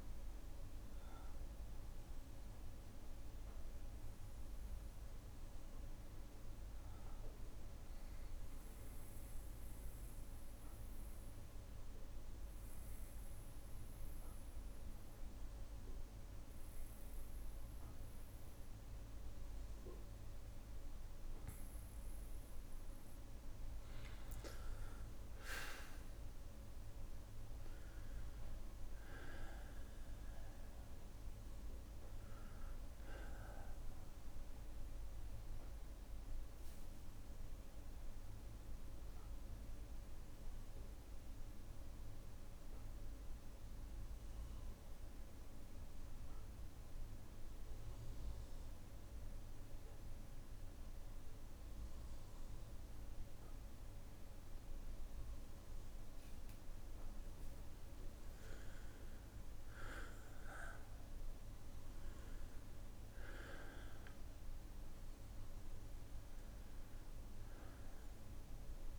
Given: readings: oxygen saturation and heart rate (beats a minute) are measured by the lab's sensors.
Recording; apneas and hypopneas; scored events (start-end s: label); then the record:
breathing in sleep, hard to hear, by a room microphone; 2
0.00-10.50 s: oxygen desaturation (device-marked, oxygen 93% lowest, heart rate 44 extreme)
9.00-22.50 s: obstructive apnea (oxygen 97% before, 94% lowest, heart rate 60 before, 44 extreme, up 4 after)
10.50-17.50 s: bradycardia (device-marked, heart rate 65 before, 59 extreme)
25.00-29.50 s: arousal
25.50-44.50 s: oxygen desaturation (device-marked, oxygen 98% before, 94% lowest)
26.50-35.50 s: bradycardia (device-marked, heart rate 64 before, 44 extreme)
27.00-29.00 s: long interval between heartbeats (device-marked, heart rate 60 before, 63 extreme)
30.00-32.00 s: long interval between heartbeats (device-marked, heart rate 60 before, 54 extreme)
36.00-56.50 s: obstructive apnea (oxygen 98% before, 94% lowest)
38.50-40.50 s: long interval between heartbeats (device-marked, heart rate 56 before, 69 extreme)
38.50-52.50 s: bradycardia (device-marked, heart rate 64 before, 48 extreme)
46.00-48.00 s: long interval between heartbeats (device-marked, heart rate 56 before, 49 extreme)
54.50-68.99 s: bradycardia (device-marked)
56.00-58.00 s: long interval between heartbeats (device-marked, heart rate 55 before, 60 extreme)
58.50-63.50 s: arousal
59.50-68.99 s: oxygen desaturation (device-marked, oxygen 98% before, 94% lowest)
60.00-62.00 s: long interval between heartbeats (device-marked, heart rate 54 before, 44 extreme)
65.50-67.50 s: long interval between heartbeats (device-marked, heart rate 48 before, 32 extreme)
From the record:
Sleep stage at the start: N2 (light sleep); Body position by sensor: on the back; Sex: male